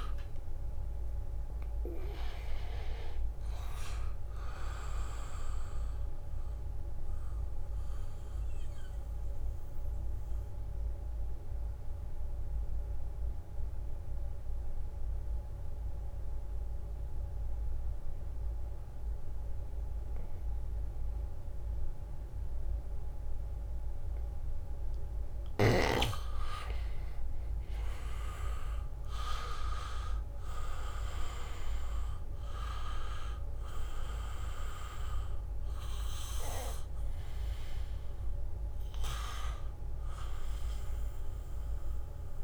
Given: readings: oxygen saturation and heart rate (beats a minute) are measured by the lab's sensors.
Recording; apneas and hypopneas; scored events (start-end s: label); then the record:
breathing in sleep by a room microphone; 1
0.00-25.00 s: oxygen desaturation (device-marked, oxygen 74% lowest, heart rate 68 extreme)
8.00-25.00 s: mixed apnea (oxygen 98% before, 74% lowest, heart rate 76 before, 72 extreme)
25.50-28.00 s: leg movement (device-marked)
26.50-31.50 s: arousal
27.00-42.43 s: oxygen desaturation (device-marked, oxygen 99% before, 85% lowest, heart rate 81 before, 64 extreme)
33.00-34.50 s: leg movement (device-marked)
From the record:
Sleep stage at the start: REM sleep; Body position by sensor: on the back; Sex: male